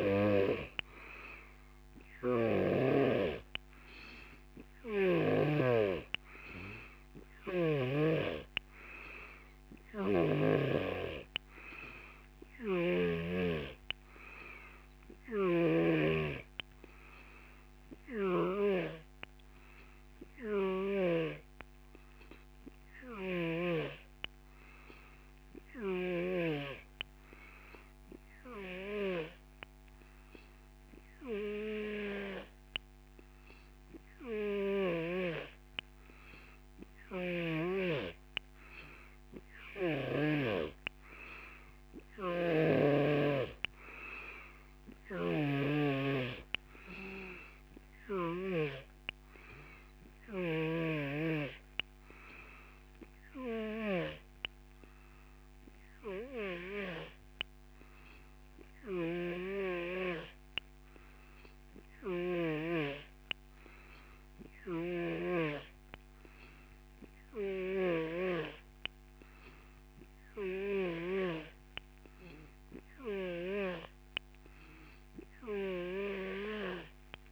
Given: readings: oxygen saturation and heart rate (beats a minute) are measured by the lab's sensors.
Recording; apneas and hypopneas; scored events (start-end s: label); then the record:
breathing in sleep by a microphone on the trachea; none
2.00-5.50 s: snoring (device-marked)
12.50-21.00 s: snoring (device-marked)
23.00-26.50 s: snoring (device-marked)
42.00-48.50 s: snoring (device-marked)
50.50-62.50 s: snoring (device-marked)
64.50-71.00 s: snoring (device-marked)
From the record:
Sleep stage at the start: N3 (deep sleep); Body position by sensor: on the back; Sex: male